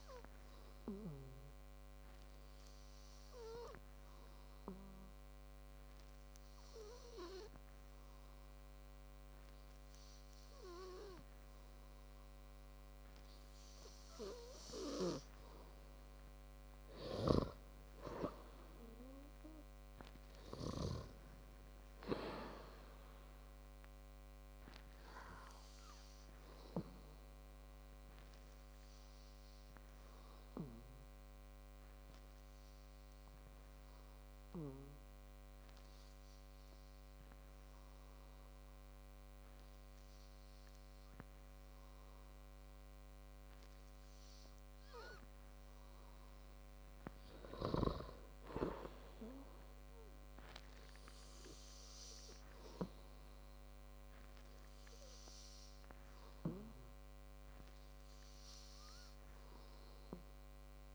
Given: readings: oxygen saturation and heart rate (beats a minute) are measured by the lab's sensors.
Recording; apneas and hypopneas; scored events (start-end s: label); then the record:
breathing in sleep by a microphone on the trachea; 2
2.50-15.00 s: hypopnea (oxygen 98% before, 94% lowest, heart rate 59 before, 54 extreme, up 9 after)
16.50-42.50 s: oxygen desaturation (device-marked, oxygen 97% before, 94% lowest, heart rate 60 before, 53 extreme)
17.00-20.50 s: arousal
32.00-46.00 s: hypopnea (oxygen 97% before, 94% lowest, heart rate 63 before, 53 extreme, up 11 after)
48.50-51.50 s: arousal
From the record:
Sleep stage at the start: N2 (light sleep); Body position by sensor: on the back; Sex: male